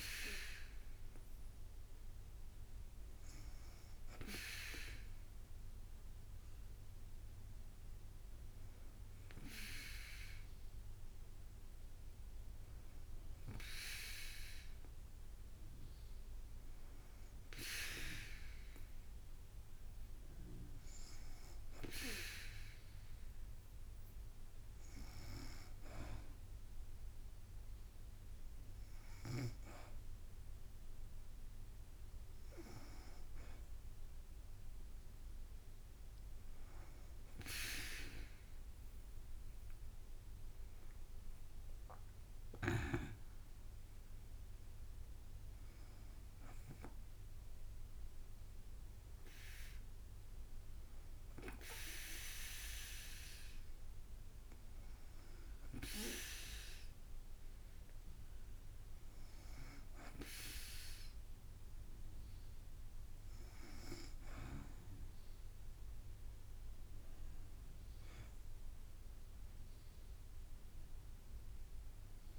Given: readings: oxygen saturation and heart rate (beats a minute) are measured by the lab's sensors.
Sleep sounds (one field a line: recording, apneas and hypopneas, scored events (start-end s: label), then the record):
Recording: breathing in sleep by a room microphone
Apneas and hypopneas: none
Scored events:
8.50-13.00 s: arousal
40.00-45.00 s: arousal
42.50-55.50 s: drop in pulse transit time (device-marked, heart rate 57 before, 56 extreme)
42.50-59.50 s: oxygen desaturation (device-marked, oxygen 96% before, 93% lowest, heart rate 57 before, 55 extreme)
From the record:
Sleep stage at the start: N2 (light sleep)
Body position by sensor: on the back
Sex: female